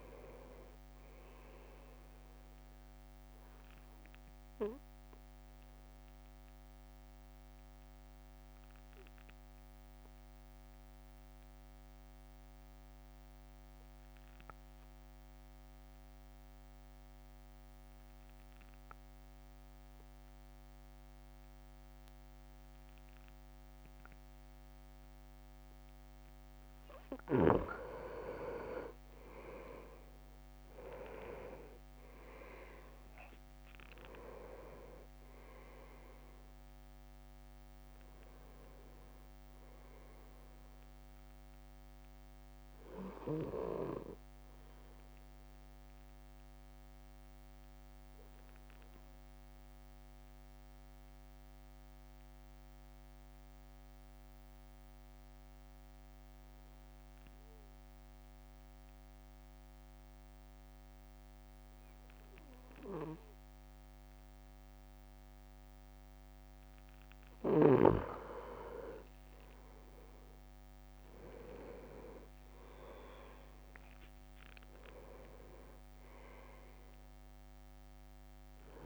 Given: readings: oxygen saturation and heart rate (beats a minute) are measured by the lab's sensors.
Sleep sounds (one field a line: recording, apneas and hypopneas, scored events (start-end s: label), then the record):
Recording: breathing in sleep by a microphone on the trachea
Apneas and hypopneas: 2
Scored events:
0.00-7.00 s: drop in pulse transit time (device-marked, heart rate 56 extreme)
4.00-25.50 s: obstructive apnea (oxygen 98% before, 95% lowest, heart rate 57 before, 49 extreme, up 7 after)
28.50-33.50 s: leg movement (device-marked)
30.00-42.00 s: drop in pulse transit time (device-marked, heart rate 52 before, 53 extreme)
31.00-35.00 s: arousal
34.00-35.00 s: leg movement (device-marked)
45.00-66.00 s: obstructive apnea (oxygen 98% before, 95% lowest, heart rate 54 before, 50 extreme, up 7 after)
69.50-74.00 s: arousal
71.00-73.50 s: leg movement (device-marked)
71.00-78.86 s: drop in pulse transit time (device-marked, heart rate 53 before, 52 extreme)
From the record:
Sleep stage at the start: N2 (light sleep)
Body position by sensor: on the right side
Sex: male